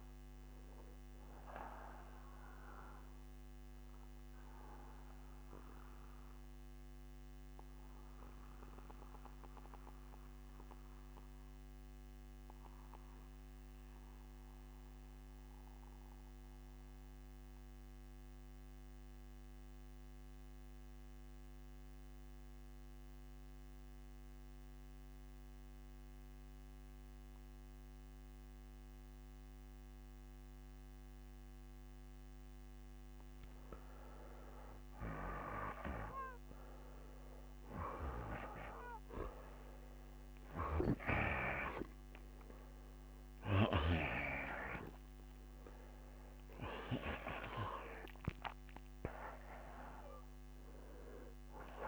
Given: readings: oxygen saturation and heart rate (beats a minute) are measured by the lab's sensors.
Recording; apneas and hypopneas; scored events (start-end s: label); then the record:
breathing in sleep by a microphone on the trachea; 1
0.00-8.00 s: oxygen desaturation (device-marked, oxygen 85% lowest, heart rate 61 extreme)
4.00-30.50 s: mixed apnea (oxygen 94% before, 87% lowest, heart rate 78 before, 61 extreme, up 4 after)
27.00-51.88 s: oxygen desaturation (device-marked, oxygen 97% before, 87% lowest, heart rate 61 before, 61 extreme)
35.00-39.50 s: arousal
From the record:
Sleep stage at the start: N2 (light sleep); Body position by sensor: on the back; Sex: male